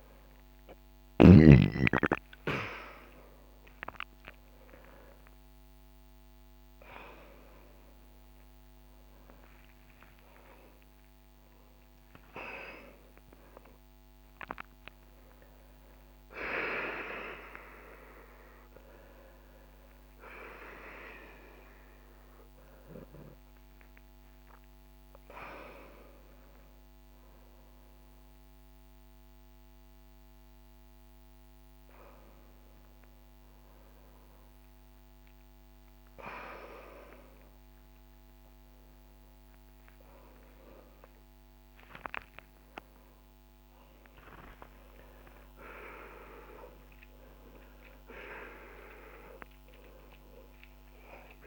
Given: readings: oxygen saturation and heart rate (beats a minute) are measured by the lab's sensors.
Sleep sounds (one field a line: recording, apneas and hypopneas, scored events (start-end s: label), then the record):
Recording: a person awake in a sleep study, by a microphone on the trachea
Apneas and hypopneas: none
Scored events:
40.00-48.00 s: oxygen desaturation (device-marked, oxygen 97% before, 94% lowest)
From the record:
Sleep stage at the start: awake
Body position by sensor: on the front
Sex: male